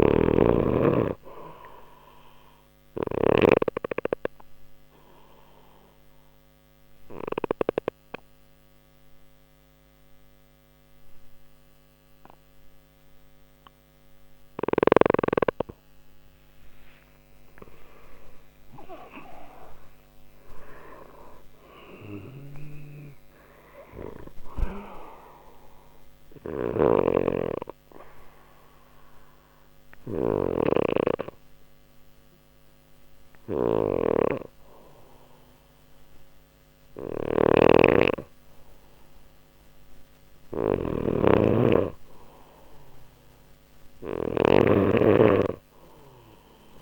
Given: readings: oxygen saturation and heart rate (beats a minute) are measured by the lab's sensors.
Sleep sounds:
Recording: breathing in sleep by a microphone on the trachea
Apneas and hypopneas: 2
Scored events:
0.00-3.00 s: snoring (device-marked)
2.50-16.00 s: obstructive apnea (oxygen 95% before, 91% lowest, heart rate 60 before, 59 extreme, up 11 after)
14.50-20.00 s: snoring (device-marked)
17.00-21.00 s: arousal
22.50-36.50 s: oxygen desaturation (device-marked, oxygen 95% before, 91% lowest, heart rate 62 before, 59 extreme)
24.50-41.00 s: obstructive apnea (oxygen 95% before, 91% lowest, heart rate 63 before, 59 extreme, up 3 after)
26.00-46.82 s: snoring (device-marked)
44.50-46.82 s: arousal
From the record:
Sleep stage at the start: N2 (light sleep)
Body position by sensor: on the left side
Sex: male

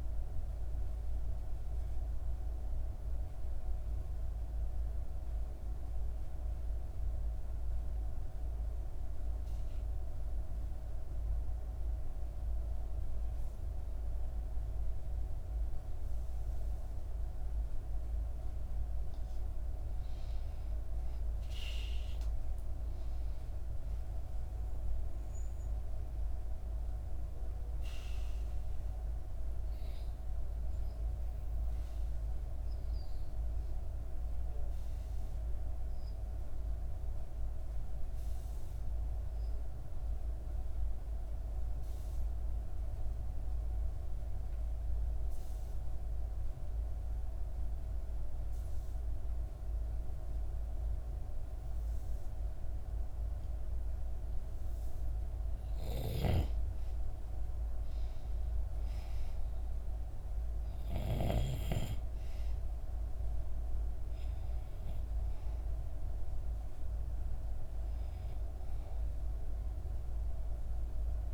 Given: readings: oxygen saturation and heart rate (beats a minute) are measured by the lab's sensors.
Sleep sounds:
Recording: breathing in sleep, hard to hear, by a room microphone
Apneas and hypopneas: 2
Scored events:
0.00-4.00 s: oxygen desaturation (device-marked, oxygen 89% lowest, heart rate 59 extreme)
1.00-18.50 s: obstructive apnea (oxygen 95% before, 89% lowest, heart rate 65 before, 58 extreme, up 5 after)
20.50-23.50 s: arousal
24.00-41.00 s: oxygen desaturation (device-marked, oxygen 98% before, 93% lowest, heart rate 61 before, 58 extreme)
31.50-55.00 s: obstructive apnea (oxygen 98% before, 89% lowest, heart rate 62 before, 58 extreme, up 4 after)
55.00-71.34 s: oxygen desaturation (device-marked, oxygen 97% before, 89% lowest, heart rate 59 before, 58 extreme)
56.50-60.00 s: arousal
From the record:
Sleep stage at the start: N2 (light sleep)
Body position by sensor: on the back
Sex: female

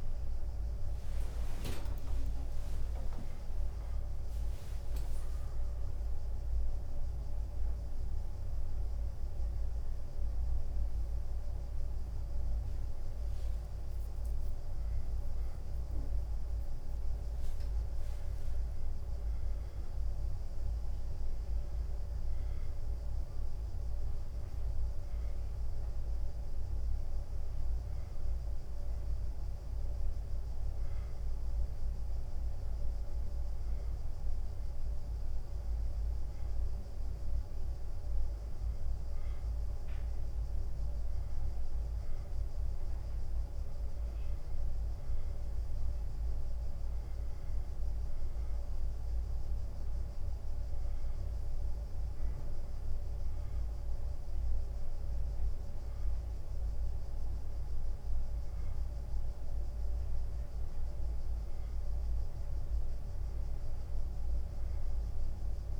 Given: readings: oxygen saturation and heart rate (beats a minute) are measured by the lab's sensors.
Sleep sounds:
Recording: breathing in sleep, hard to hear, by a room microphone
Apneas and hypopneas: none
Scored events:
0.00-4.50 s: arousal
1.00-12.00 s: drop in pulse transit time (device-marked, heart rate 90 before, 85 extreme)
From the record:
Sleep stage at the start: N1 (lightest sleep)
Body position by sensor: on the back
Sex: male

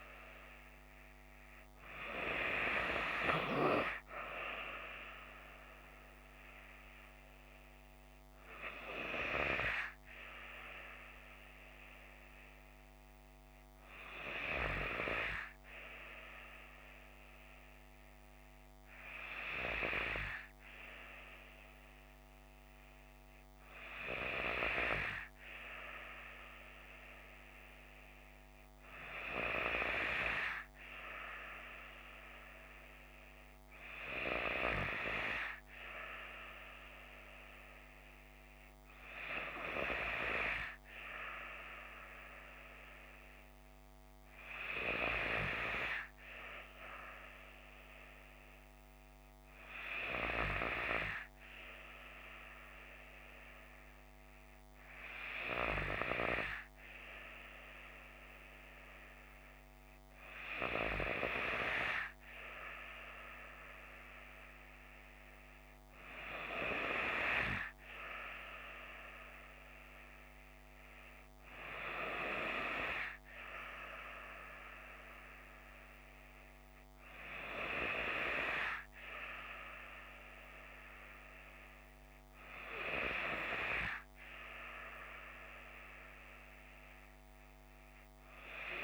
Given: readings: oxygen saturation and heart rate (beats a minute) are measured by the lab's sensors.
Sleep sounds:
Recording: breathing in sleep by a microphone on the trachea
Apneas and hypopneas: none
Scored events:
none scored
From the record:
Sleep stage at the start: N3 (deep sleep)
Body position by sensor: on the left side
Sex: female

